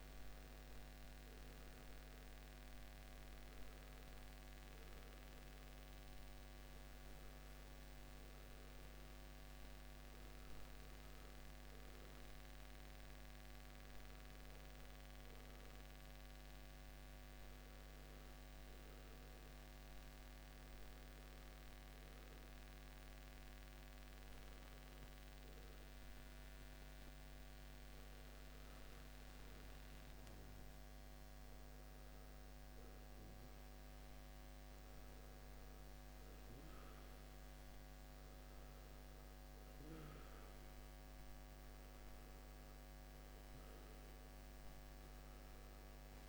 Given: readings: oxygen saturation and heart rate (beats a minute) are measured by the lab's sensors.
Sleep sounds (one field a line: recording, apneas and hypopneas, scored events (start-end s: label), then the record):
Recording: breathing in sleep, hard to hear, by a microphone on the trachea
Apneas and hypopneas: none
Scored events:
none scored
From the record:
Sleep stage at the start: N1 (lightest sleep)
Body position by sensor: on the back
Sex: male